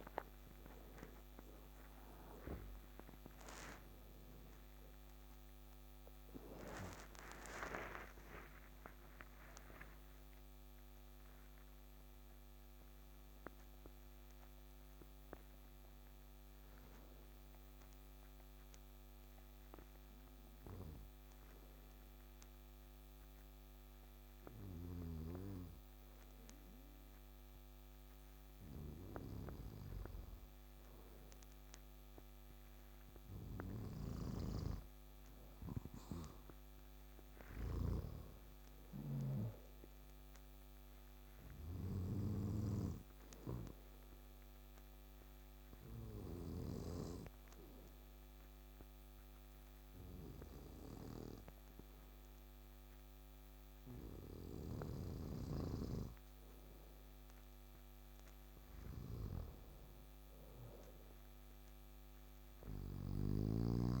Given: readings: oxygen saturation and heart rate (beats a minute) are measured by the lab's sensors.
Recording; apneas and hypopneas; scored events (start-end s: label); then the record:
breathing in sleep by a microphone on the trachea; 2
0.00-3.00 s: arousal
16.50-30.00 s: obstructive apnea (oxygen 97% before, 96% lowest, heart rate 74 before, 64 extreme, up 6 after)
24.50-46.50 s: snoring (device-marked)
31.50-36.00 s: arousal
42.50-56.50 s: obstructive apnea (oxygen 99% before, 94% lowest, heart rate 67 before, 65 extreme, up 4 after)
54.50-64.00 s: snoring (device-marked)
58.50-62.50 s: arousal
From the record:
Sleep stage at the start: N2 (light sleep); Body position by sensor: on the back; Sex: male